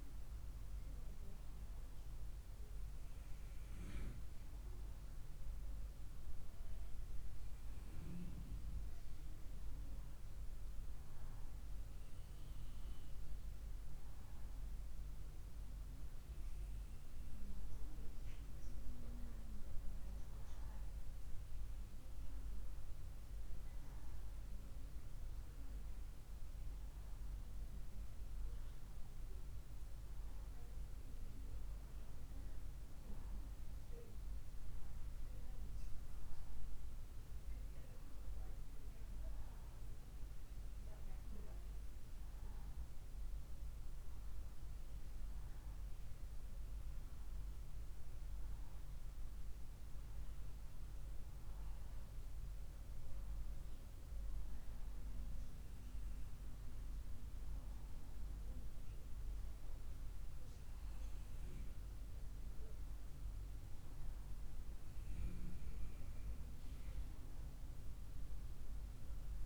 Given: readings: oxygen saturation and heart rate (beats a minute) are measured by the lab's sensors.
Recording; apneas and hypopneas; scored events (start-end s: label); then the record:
breathing in sleep, hard to hear, by a room microphone; none
none scored
From the record:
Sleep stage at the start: N1 (lightest sleep); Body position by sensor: on the right side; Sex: female